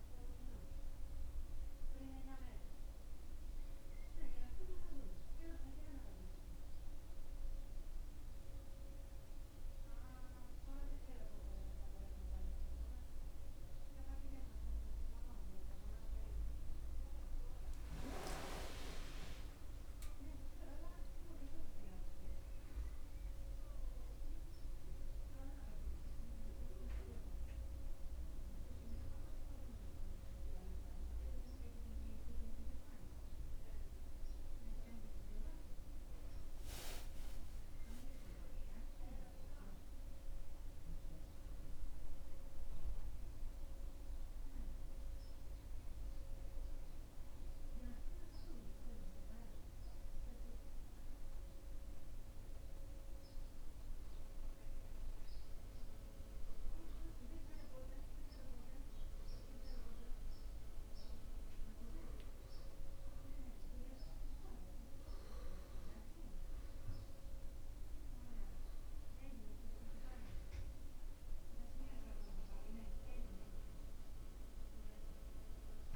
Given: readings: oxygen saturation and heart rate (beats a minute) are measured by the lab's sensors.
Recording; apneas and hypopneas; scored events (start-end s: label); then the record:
breathing in sleep by a room microphone; 1
35.50-40.00 s: arousal
53.50-64.50 s: hypopnea (oxygen 97% before, 93% lowest)
66.00-69.50 s: arousal
66.50-75.96 s: oxygen desaturation (device-marked, oxygen 97% before, 93% lowest)
From the record:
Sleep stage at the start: N2 (light sleep); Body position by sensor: on the back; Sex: male